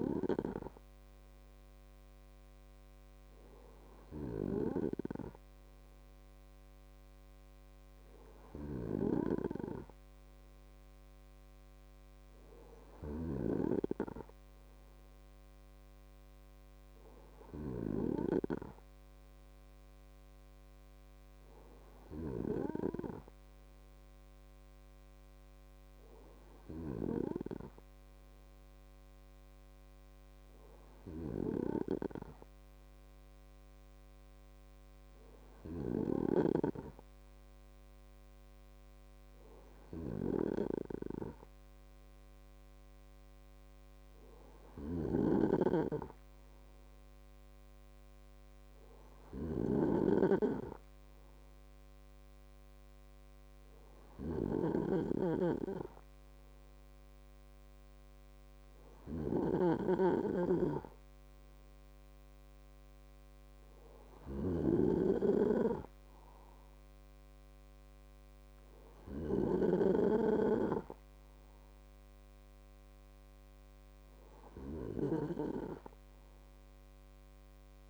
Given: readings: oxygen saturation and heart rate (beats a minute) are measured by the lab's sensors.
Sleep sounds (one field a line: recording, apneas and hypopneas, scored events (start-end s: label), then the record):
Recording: breathing in sleep by a microphone on the trachea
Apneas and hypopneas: none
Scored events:
none scored
From the record:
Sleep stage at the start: N2 (light sleep)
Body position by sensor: on the right side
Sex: male